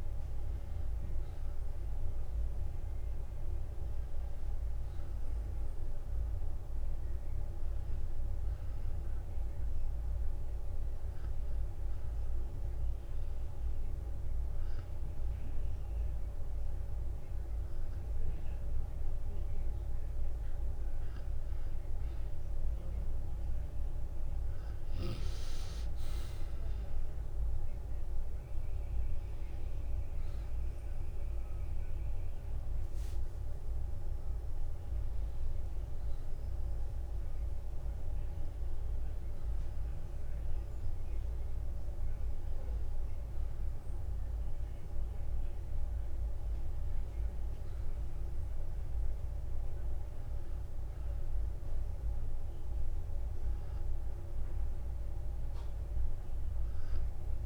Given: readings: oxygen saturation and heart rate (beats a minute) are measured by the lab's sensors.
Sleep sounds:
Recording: breathing in sleep, hard to hear, by a room microphone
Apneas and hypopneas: none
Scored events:
2.00-57.46 s: new sleep stage, N2 (light sleep)
39.00-41.00 s: long interval between heartbeats (device-marked, heart rate 56 before, 54 extreme)
44.50-46.50 s: long interval between heartbeats (device-marked, heart rate 55 before, 45 extreme)
47.50-49.50 s: long interval between heartbeats (device-marked, heart rate 54 before, 45 extreme)
From the record:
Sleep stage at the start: N1 (lightest sleep)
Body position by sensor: on the back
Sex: male

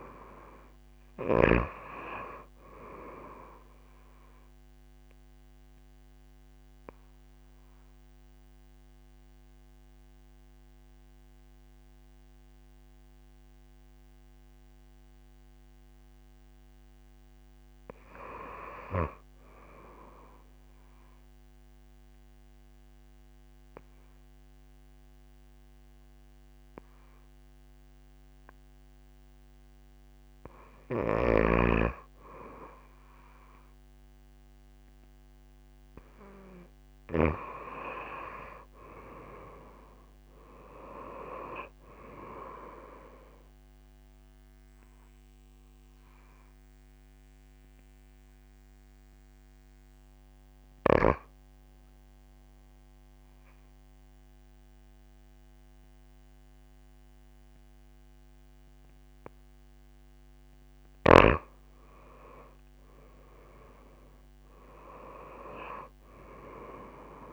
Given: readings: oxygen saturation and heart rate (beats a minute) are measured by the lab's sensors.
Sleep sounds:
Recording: breathing in sleep by a microphone on the trachea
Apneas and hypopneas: 3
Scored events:
0.00-24.50 s: oxygen desaturation (device-marked, oxygen 89% lowest)
4.50-17.50 s: obstructive apnea (oxygen 97% before, 89% lowest)
18.50-20.50 s: arousal
22.00-32.00 s: obstructive apnea (oxygen 96% before, 89% lowest)
35.50-39.50 s: arousal
41.50-53.50 s: oxygen desaturation (device-marked, oxygen 95% before, 90% lowest)
51.50-61.50 s: obstructive apnea (oxygen 97% before, 90% lowest)
64.50-67.32 s: arousal
From the record:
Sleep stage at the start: N2 (light sleep)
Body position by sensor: on the back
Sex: female

